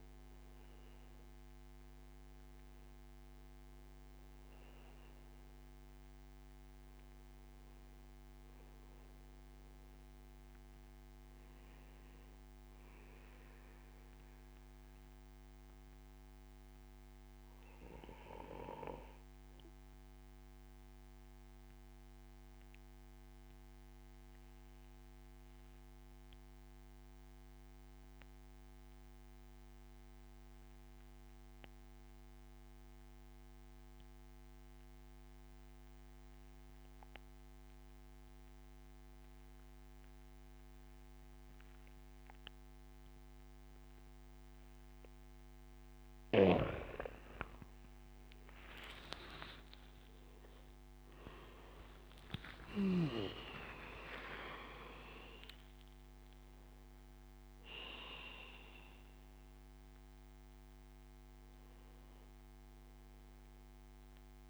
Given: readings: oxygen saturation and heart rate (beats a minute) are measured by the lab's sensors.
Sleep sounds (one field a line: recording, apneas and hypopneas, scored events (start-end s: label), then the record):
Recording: breathing in sleep by a microphone on the trachea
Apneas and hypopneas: 1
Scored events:
0.00-7.50 s: oxygen desaturation (device-marked, oxygen 91% lowest, heart rate 70 extreme)
14.00-45.00 s: mixed apnea (oxygen 96% before, 90% lowest, heart rate 79 before, 71 extreme, up 14 after)
37.50-64.50 s: oxygen desaturation (device-marked, oxygen 99% before, 90% lowest, heart rate 73 before, 70 extreme)
47.50-52.50 s: arousal
From the record:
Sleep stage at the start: N2 (light sleep)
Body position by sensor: on the back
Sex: male